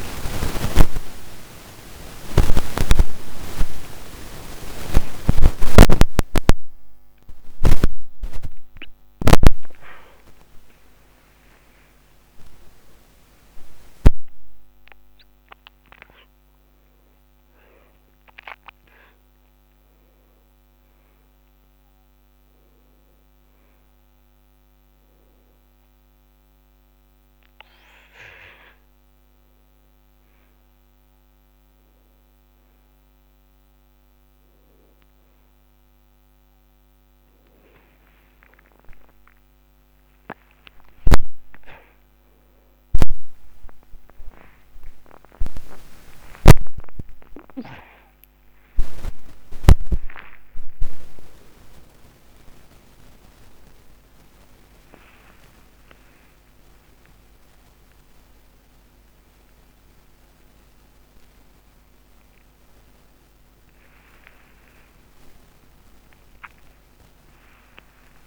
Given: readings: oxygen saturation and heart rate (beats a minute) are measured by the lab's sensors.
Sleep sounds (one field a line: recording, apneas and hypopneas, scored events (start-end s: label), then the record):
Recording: a person awake in a sleep study, by a microphone on the trachea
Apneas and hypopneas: none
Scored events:
0.00-2.00 s: long interval between heartbeats (device-marked, heart rate 86 before, 96 extreme)
3.50-5.50 s: long interval between heartbeats (device-marked, heart rate 89 before, 118 extreme)
40.00-42.00 s: long interval between heartbeats (device-marked, heart rate 88 before, 92 extreme)
45.00-47.00 s: long interval between heartbeats (device-marked, heart rate 88 before, 106 extreme)
48.50-50.50 s: long interval between heartbeats (device-marked, heart rate 93 before, 120 extreme)
From the record:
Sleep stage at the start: awake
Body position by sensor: on the back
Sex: male